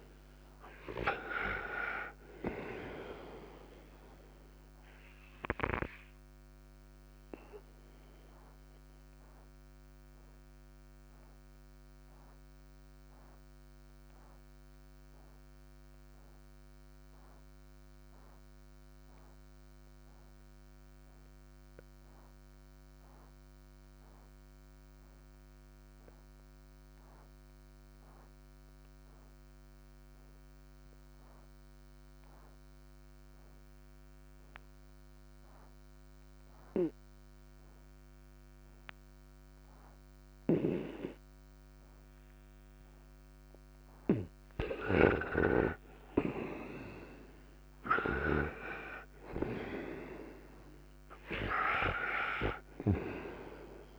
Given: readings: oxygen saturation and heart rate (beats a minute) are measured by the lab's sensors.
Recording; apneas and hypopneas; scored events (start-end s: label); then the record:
breathing in sleep by a microphone on the trachea; 1
0.00-24.00 s: oxygen desaturation (device-marked, oxygen 85% lowest, heart rate 56 extreme)
7.00-43.50 s: obstructive apnea (oxygen 98% before, 84% lowest, heart rate 63 before, 56 extreme, up 43 after)
40.00-53.99 s: oxygen desaturation (device-marked, oxygen 98% before, 84% lowest, heart rate 59 before, 57 extreme)
44.50-48.50 s: arousal
From the record:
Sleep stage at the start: N2 (light sleep); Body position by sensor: on the right side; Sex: male